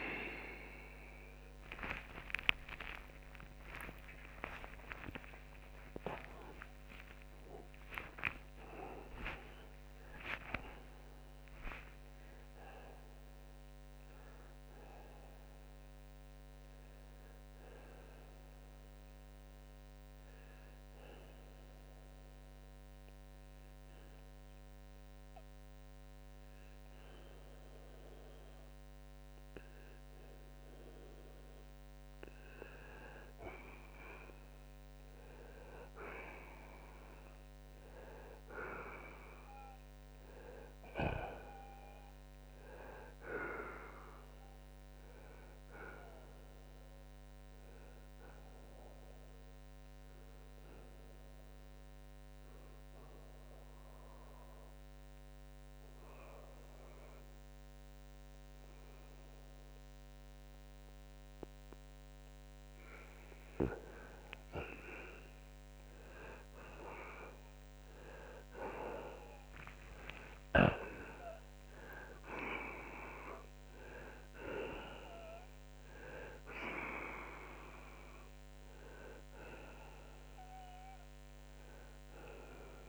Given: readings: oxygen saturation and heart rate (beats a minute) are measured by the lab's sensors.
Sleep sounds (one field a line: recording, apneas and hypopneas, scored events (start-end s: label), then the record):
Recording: a person partly awake in a sleep study, by a microphone on the trachea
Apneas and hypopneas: 2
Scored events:
0.00-13.50 s: oxygen desaturation (device-marked, oxygen 89% lowest)
18.50-78.50 s: new sleep stage, N1 (lightest sleep)
19.50-32.00 s: obstructive apnea (oxygen 94% before, 83% lowest, heart rate 65 before, 73 extreme, up 13 after)
34.00-38.00 s: arousal
36.50-45.50 s: oxygen desaturation (device-marked, oxygen 93% before, 83% lowest, heart rate 76 before, 81 extreme)
46.00-63.00 s: obstructive apnea (oxygen 94% before, 82% lowest, heart rate 82 before, 74 extreme, up 23 after)
53.50-72.50 s: oxygen desaturation (device-marked, oxygen 95% before, 86% lowest, heart rate 86 before, 69 extreme)
65.00-70.00 s: arousal
78.50-82.89 s: new sleep stage, N2 (light sleep)
From the record:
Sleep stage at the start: awake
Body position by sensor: on the right side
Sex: male